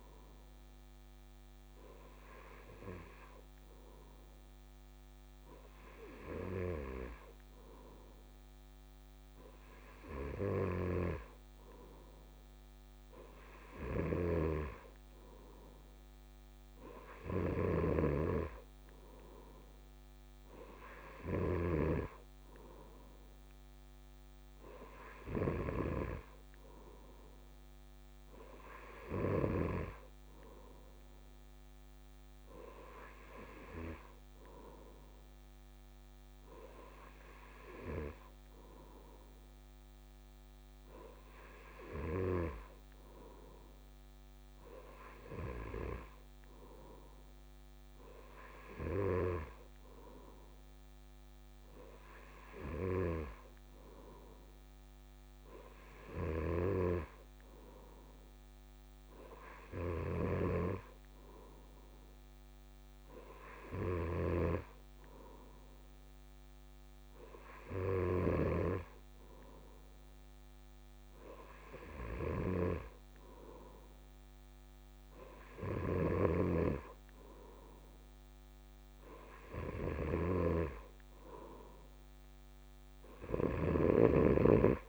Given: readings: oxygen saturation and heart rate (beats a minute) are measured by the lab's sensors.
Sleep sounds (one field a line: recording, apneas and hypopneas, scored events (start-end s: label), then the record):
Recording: breathing in sleep by a microphone on the trachea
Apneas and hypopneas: none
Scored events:
14.50-18.50 s: snoring (device-marked)
34.50-84.89 s: new sleep stage, N3 (deep sleep)
From the record:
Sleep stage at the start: N2 (light sleep)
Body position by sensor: on the right side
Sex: male